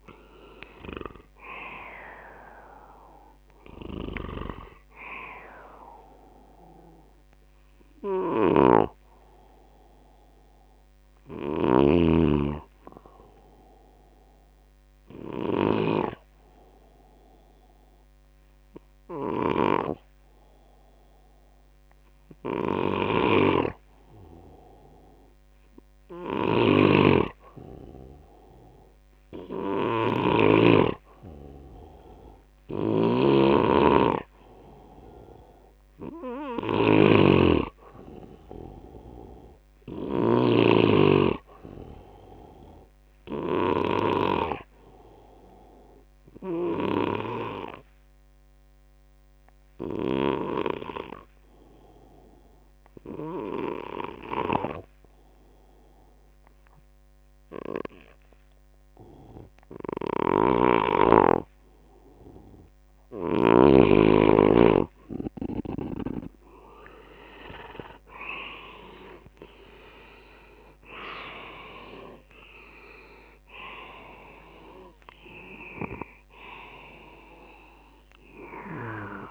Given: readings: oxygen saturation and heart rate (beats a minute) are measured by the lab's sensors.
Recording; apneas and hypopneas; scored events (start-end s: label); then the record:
breathing in sleep by a microphone on the trachea; 2
6.50-19.50 s: oxygen desaturation (device-marked, oxygen 96% before, 91% lowest, heart rate 81 before, 62 extreme)
8.00-16.00 s: snoring (device-marked)
14.00-24.00 s: obstructive apnea (oxygen 97% before, 89% lowest, heart rate 85 before, 62 extreme, up 9 after)
23.00-30.50 s: snoring (device-marked)
28.00-31.00 s: arousal
32.50-40.50 s: snoring (device-marked)
33.50-46.50 s: oxygen desaturation (device-marked, oxygen 98% before, 94% lowest, heart rate 76 before, 67 extreme)
46.00-62.00 s: obstructive apnea (oxygen 99% before, 89% lowest, heart rate 72 before, 67 extreme, up 4 after)
60.00-63.50 s: snoring (device-marked)
66.00-70.50 s: arousal
71.50-79.31 s: oxygen desaturation (device-marked, oxygen 95% before, 89% lowest, heart rate 74 before, 69 extreme)
From the record:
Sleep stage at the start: N2 (light sleep); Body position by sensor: on the left side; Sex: male